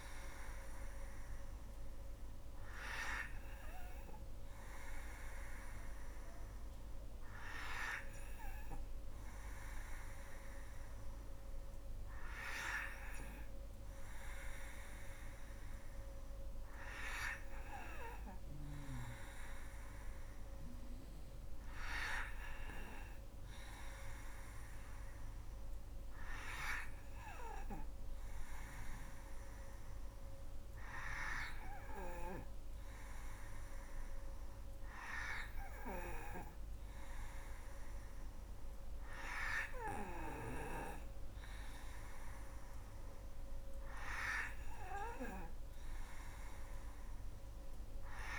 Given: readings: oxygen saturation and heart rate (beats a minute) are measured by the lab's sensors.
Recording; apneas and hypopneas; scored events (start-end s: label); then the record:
breathing in sleep by a room microphone; none
none scored
From the record:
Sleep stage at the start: N3 (deep sleep); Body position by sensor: on the back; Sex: female